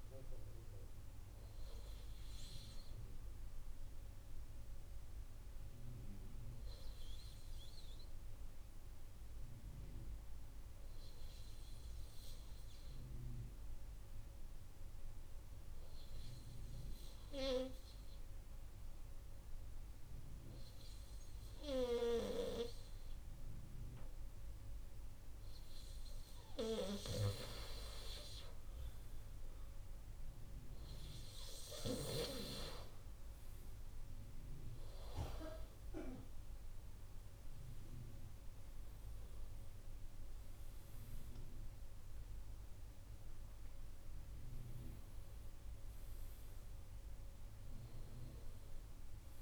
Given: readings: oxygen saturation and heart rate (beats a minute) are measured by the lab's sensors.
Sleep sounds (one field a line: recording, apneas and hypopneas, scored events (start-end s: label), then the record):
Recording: breathing in sleep by a room microphone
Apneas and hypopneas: 1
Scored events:
1.00-26.00 s: obstructive apnea (oxygen 97% before, 94% lowest, heart rate 74 before, 71 extreme, up 0 after)
40.50-45.00 s: arousal
From the record:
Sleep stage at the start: N2 (light sleep)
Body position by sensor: on the right side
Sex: male